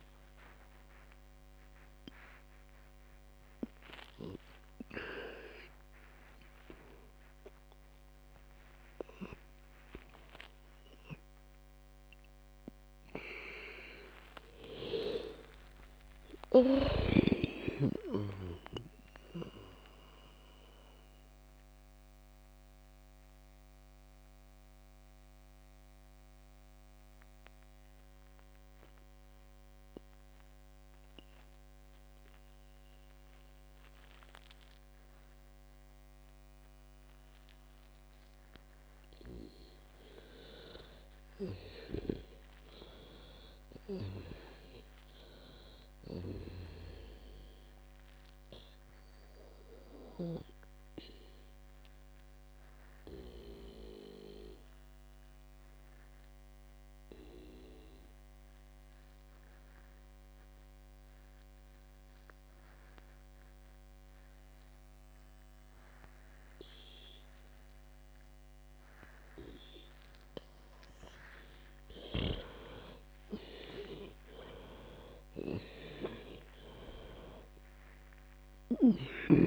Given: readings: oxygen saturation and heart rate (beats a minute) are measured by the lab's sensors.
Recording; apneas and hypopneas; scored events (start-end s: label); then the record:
breathing in sleep by a microphone on the trachea; 2
0.00-16.50 s: oxygen desaturation (device-marked, oxygen 90% lowest, heart rate 61 extreme)
15.00-18.00 s: arousal
21.50-40.50 s: mixed apnea (oxygen 98% before, 89% lowest, heart rate 85 before, 56 extreme, up 12 after)
41.50-44.50 s: arousal
42.50-47.50 s: snoring (device-marked)
48.50-62.50 s: oxygen desaturation (device-marked, oxygen 99% before, 94% lowest, heart rate 66 before, 56 extreme)
49.00-71.50 s: mixed apnea (oxygen 99% before, 89% lowest, heart rate 66 before, 56 extreme, up 15 after)
72.50-77.00 s: arousal
72.50-79.47 s: oxygen desaturation (device-marked, oxygen 98% before, 89% lowest, heart rate 61 before, 56 extreme)
From the record:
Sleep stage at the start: N2 (light sleep); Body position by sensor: on the back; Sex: female